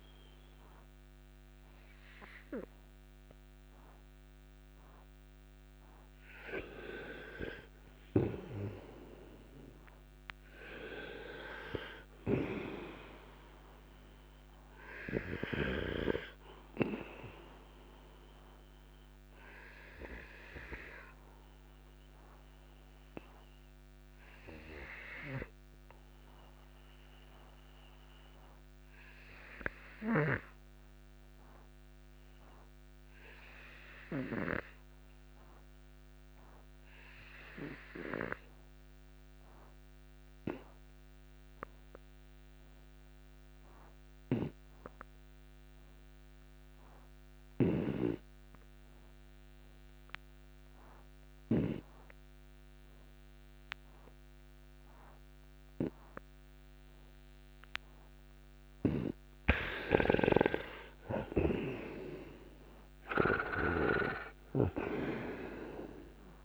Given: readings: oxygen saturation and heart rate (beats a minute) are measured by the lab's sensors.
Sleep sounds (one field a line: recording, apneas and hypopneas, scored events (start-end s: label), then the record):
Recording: breathing in sleep by a microphone on the trachea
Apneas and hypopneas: 1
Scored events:
0.00-14.00 s: oxygen desaturation (device-marked, oxygen 89% lowest, heart rate 57 extreme)
7.00-11.00 s: arousal
18.00-60.00 s: obstructive apnea (oxygen 97% before, 82% lowest, heart rate 67 before, 57 extreme, up 17 after)
47.00-66.45 s: oxygen desaturation (device-marked, oxygen 97% before, 82% lowest, heart rate 66 before, 56 extreme)
60.50-64.50 s: arousal
From the record:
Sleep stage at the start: N2 (light sleep)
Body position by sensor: on the right side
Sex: male